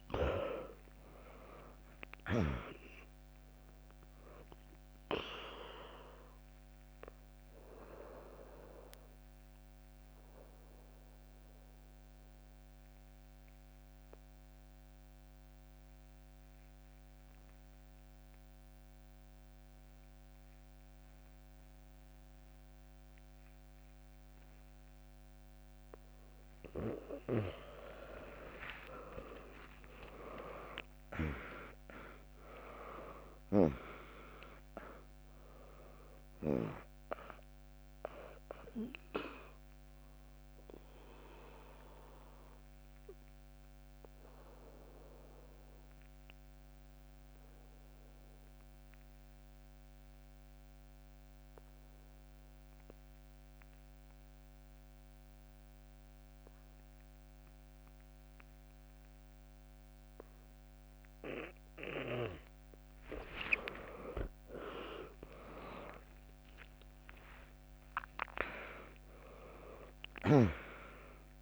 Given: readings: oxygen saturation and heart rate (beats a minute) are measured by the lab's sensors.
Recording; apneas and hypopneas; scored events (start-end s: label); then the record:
breathing in sleep by a microphone on the trachea; 2
0.00-15.00 s: drop in pulse transit time (device-marked, heart rate 73 before, 64 extreme)
5.50-25.00 s: obstructive apnea (oxygen 100% before, 96% lowest, heart rate 69 before, 59 extreme, up 4 after)
19.00-21.00 s: bradycardia (device-marked, heart rate 74 before, 68 extreme)
28.00-33.00 s: arousal
31.00-43.00 s: drop in pulse transit time (device-marked, heart rate 70 before, 63 extreme)
32.00-52.00 s: oxygen desaturation (device-marked, oxygen 100% before, 96% lowest, heart rate 69 before, 59 extreme)
40.50-61.50 s: obstructive apnea (oxygen 100% before, 96% lowest, heart rate 66 before, 59 extreme, up 12 after)
58.00-60.00 s: bradycardia (device-marked, heart rate 74 before, 64 extreme)
63.50-67.00 s: arousal
66.00-71.42 s: drop in pulse transit time (device-marked, heart rate 72 before, 63 extreme)
69.00-71.42 s: oxygen desaturation (device-marked, oxygen 100% before, 96% lowest, heart rate 70 before, 61 extreme)
From the record:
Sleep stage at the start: N2 (light sleep); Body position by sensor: on the back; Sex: female